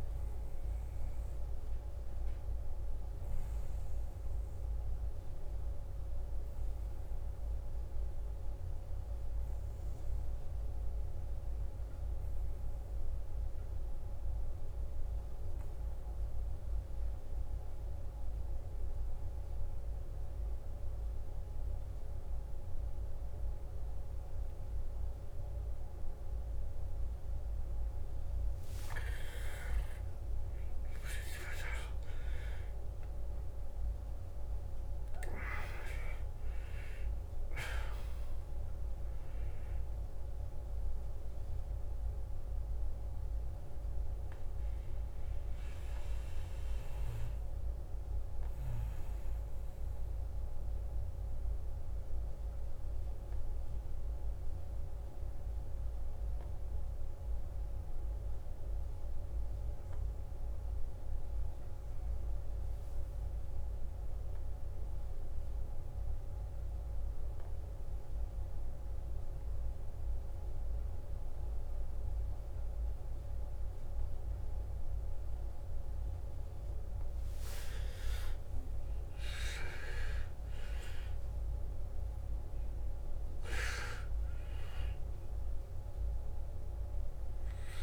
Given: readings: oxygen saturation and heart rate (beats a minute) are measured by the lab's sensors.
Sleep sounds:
breathing in sleep by a room microphone; 2
1.50-87.83 s: new sleep stage, N2 (light sleep)
4.50-28.00 s: hypopnea (oxygen 99% before, 90% lowest, heart rate 61 before, 55 extreme, up 14 after)
27.50-60.50 s: oxygen desaturation (device-marked, oxygen 96% before, 90% lowest, heart rate 56 before, 55 extreme)
29.00-33.50 s: arousal
49.50-77.00 s: obstructive apnea (oxygen 96% before, 90% lowest, heart rate 65 before, 55 extreme, up 7 after)
75.50-87.83 s: oxygen desaturation (device-marked, oxygen 98% before, 91% lowest, heart rate 56 before, 55 extreme)
78.00-82.50 s: arousal
From the record:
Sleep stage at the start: N1 (lightest sleep); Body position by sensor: on the back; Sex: male

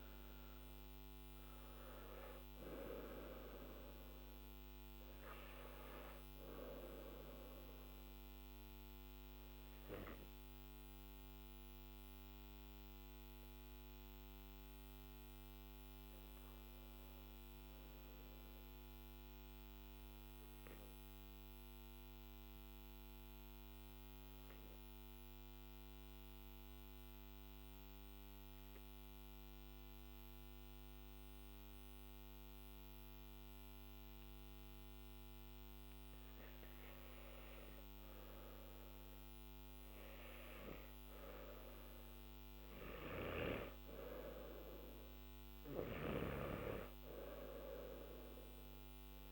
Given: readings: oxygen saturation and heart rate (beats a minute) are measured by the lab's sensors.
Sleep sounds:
breathing in sleep by a microphone on the trachea; 1
0.00-32.50 s: oxygen desaturation (device-marked, oxygen 91% lowest, heart rate 46 extreme)
19.50-37.00 s: central apnea (oxygen 98% before, 92% lowest, heart rate 52 before, 46 extreme, up 6 after)
From the record:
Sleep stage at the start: N3 (deep sleep); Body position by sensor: on the back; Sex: male

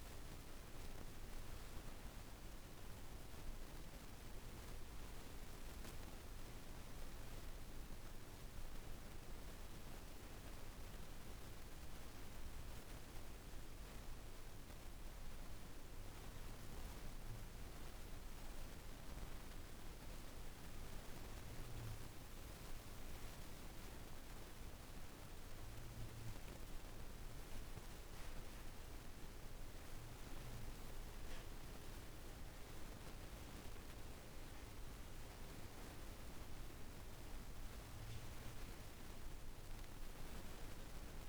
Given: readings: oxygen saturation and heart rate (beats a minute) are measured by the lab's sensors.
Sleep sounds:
breathing in sleep, hard to hear, by a room microphone; none
none scored
From the record:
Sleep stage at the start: REM sleep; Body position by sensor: on the back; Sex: female

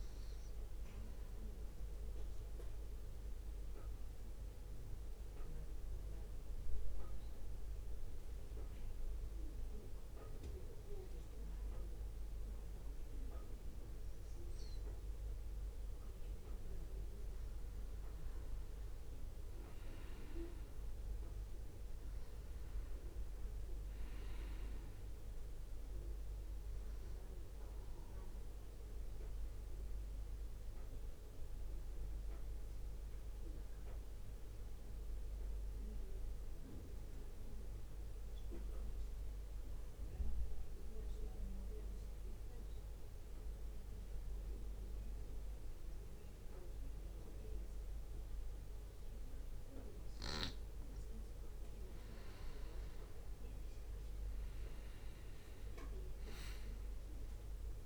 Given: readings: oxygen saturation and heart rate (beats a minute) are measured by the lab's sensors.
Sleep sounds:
breathing in sleep, hard to hear, by a room microphone; 2
0.00-13.50 s: oxygen desaturation (device-marked, oxygen 94% lowest, heart rate 58 extreme)
2.50-17.50 s: mixed apnea (oxygen 98% before, 92% lowest, heart rate 63 before, 58 extreme, up 5 after)
20.50-24.50 s: arousal
26.50-37.50 s: oxygen desaturation (device-marked, oxygen 97% before, 93% lowest, heart rate 60 before, 58 extreme)
28.50-52.00 s: mixed apnea (oxygen 97% before, 92% lowest, heart rate 60 before, 58 extreme, up 1 after)
50.50-57.86 s: drop in pulse transit time (device-marked, heart rate 61 before, 61 extreme)
53.50-57.50 s: arousal
From the record:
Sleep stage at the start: N2 (light sleep); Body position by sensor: on the back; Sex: male

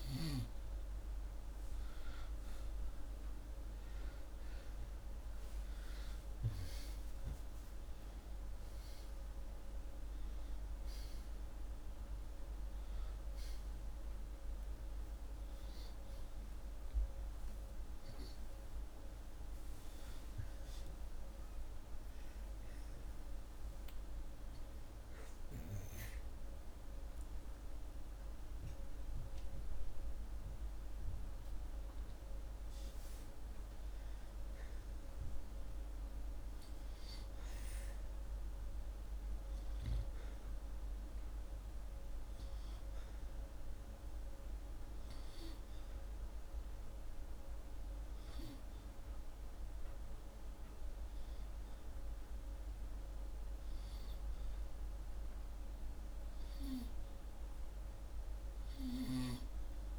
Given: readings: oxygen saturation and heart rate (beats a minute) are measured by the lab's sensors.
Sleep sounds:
breathing in sleep, hard to hear, by a room microphone; 1
6.00-9.50 s: arousal
35.00-38.50 s: arousal
42.00-55.50 s: hypopnea (oxygen 97% before, 93% lowest, heart rate 85 before, 78 extreme, up 4 after)
57.00-59.99 s: arousal
From the record:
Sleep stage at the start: N2 (light sleep); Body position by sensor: upright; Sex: male

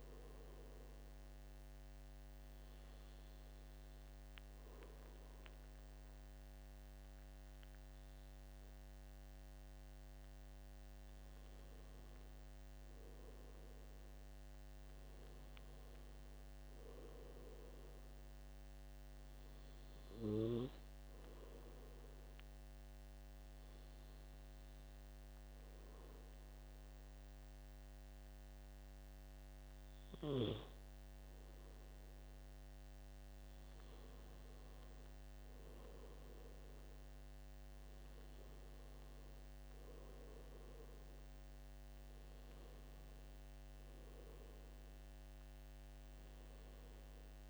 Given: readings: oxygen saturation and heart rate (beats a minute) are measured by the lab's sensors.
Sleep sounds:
breathing in sleep, hard to hear, by a microphone on the trachea; 1
0.00-6.00 s: oxygen desaturation (device-marked, oxygen 92% lowest, heart rate 75 extreme)
14.00-17.50 s: arousal
21.50-32.50 s: hypopnea (oxygen 94% before, 91% lowest, heart rate 81 before, 75 extreme, up 5 after)
33.00-36.50 s: arousal
43.00-47.50 s: oxygen desaturation (device-marked, oxygen 95% before, 91% lowest, heart rate 78 before, 74 extreme)
From the record:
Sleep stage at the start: N2 (light sleep); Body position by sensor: on the right side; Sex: male

